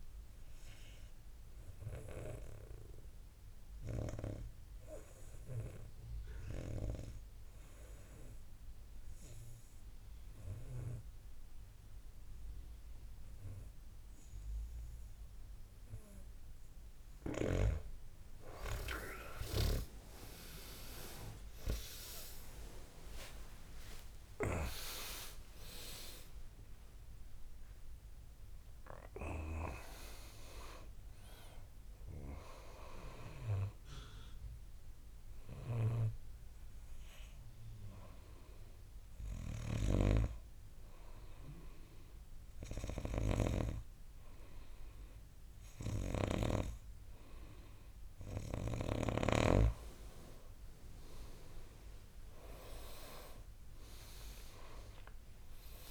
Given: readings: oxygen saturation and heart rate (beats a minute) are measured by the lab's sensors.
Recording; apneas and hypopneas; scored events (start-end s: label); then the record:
breathing in sleep by a room microphone; 2
0.00-4.00 s: oxygen desaturation (device-marked, oxygen 91% lowest, heart rate 63 extreme)
2.00-17.00 s: obstructive apnea (oxygen 96% before, 90% lowest, heart rate 73 before, 66 extreme, up 21 after)
20.50-24.50 s: arousal
25.00-36.00 s: oxygen desaturation (device-marked, oxygen 98% before, 91% lowest, heart rate 71 before, 64 extreme)
34.00-48.00 s: hypopnea (oxygen 98% before, 89% lowest, heart rate 82 before, 64 extreme, up 14 after)
42.00-48.00 s: oxygen desaturation (device-marked, oxygen 93% before, 90% lowest, heart rate 84 before, 64 extreme)
From the record:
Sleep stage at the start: N2 (light sleep); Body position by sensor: on the back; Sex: male